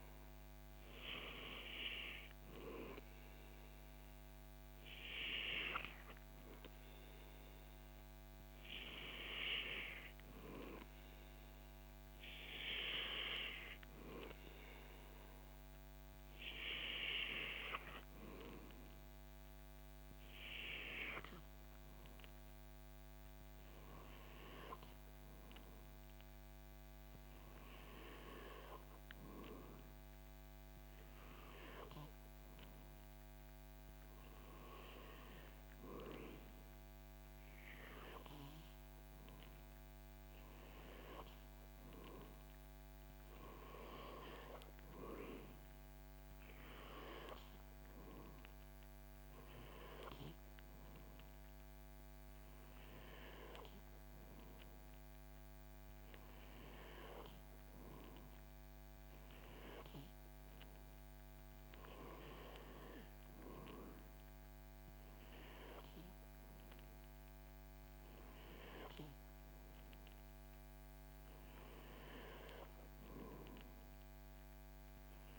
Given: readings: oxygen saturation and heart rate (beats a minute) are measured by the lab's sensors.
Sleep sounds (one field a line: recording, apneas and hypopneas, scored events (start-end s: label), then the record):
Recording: breathing in sleep by a microphone on the trachea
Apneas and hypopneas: none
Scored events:
none scored
From the record:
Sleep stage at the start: N2 (light sleep)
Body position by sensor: on the back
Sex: male